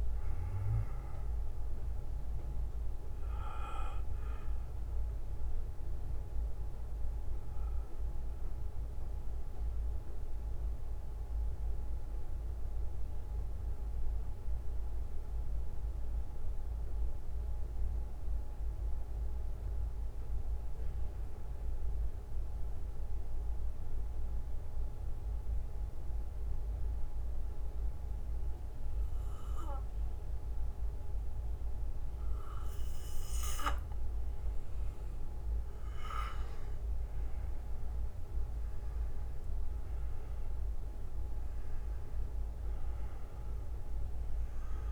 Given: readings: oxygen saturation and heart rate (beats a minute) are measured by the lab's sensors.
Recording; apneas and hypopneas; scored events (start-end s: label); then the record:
breathing in sleep, hard to hear, by a room microphone; 1
0.00-19.00 s: bradycardia (device-marked, heart rate 48 extreme)
3.00-11.00 s: oxygen desaturation (device-marked, oxygen 96% before, 92% lowest, heart rate 62 before, 48 extreme)
12.50-35.50 s: mixed apnea (oxygen 98% before, 90% lowest, heart rate 60 before, 51 extreme, up 11 after)
27.00-31.00 s: bradycardia (device-marked, heart rate 59 before, 56 extreme)
37.00-41.00 s: arousal
From the record:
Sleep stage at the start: N2 (light sleep); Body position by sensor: on the back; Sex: male